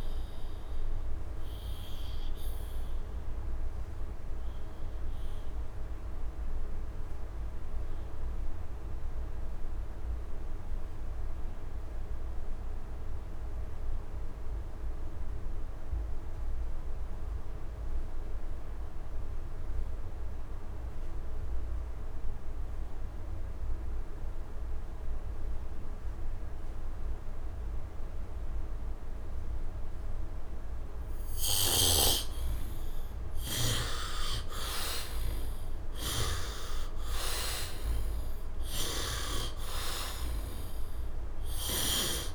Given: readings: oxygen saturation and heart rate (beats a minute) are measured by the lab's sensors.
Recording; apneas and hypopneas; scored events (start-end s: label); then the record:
breathing in sleep by a room microphone; 1
0.50-32.50 s: obstructive apnea (oxygen 100% before, 72% lowest, heart rate 78 before, 68 extreme, up 8 after)
1.00-15.00 s: oxygen desaturation (device-marked, oxygen 94% before, 78% lowest, heart rate 79 before, 68 extreme)
21.00-42.34 s: oxygen desaturation (device-marked, oxygen 99% before, 72% lowest, heart rate 72 before, 73 extreme)
31.00-41.50 s: snoring (device-marked)
34.50-38.50 s: arousal
From the record:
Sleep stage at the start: N2 (light sleep); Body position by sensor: on the back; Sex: male